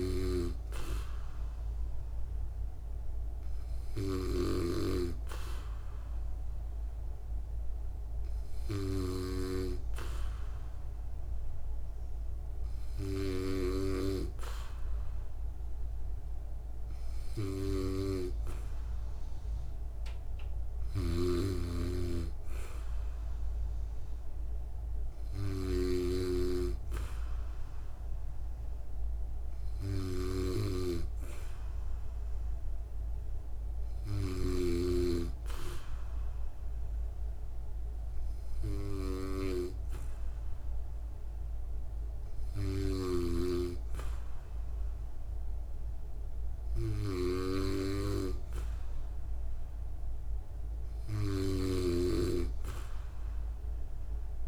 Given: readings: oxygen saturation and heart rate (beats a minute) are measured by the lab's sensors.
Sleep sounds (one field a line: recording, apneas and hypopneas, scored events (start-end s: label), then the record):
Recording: breathing in sleep by a room microphone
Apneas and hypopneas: none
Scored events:
0.00-9.50 s: snoring (device-marked)
21.00-35.00 s: snoring (device-marked)
43.00-54.48 s: snoring (device-marked)
From the record:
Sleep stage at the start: N2 (light sleep)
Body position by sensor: on the back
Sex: female